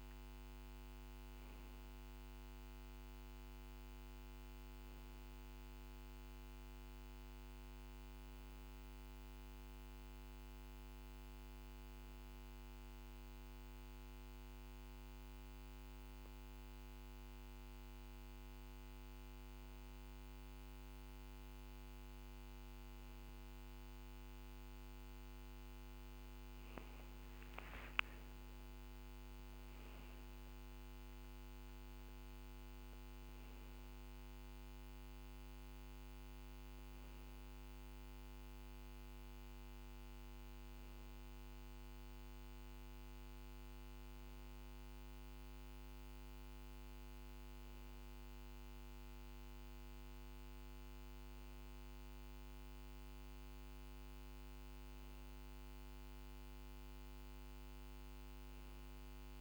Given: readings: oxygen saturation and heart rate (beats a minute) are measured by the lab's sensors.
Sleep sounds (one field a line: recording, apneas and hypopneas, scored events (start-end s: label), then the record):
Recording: breathing in sleep, hard to hear, by a microphone on the trachea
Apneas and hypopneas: none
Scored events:
26.50-30.00 s: arousal
From the record:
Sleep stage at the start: N2 (light sleep)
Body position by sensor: on the back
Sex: male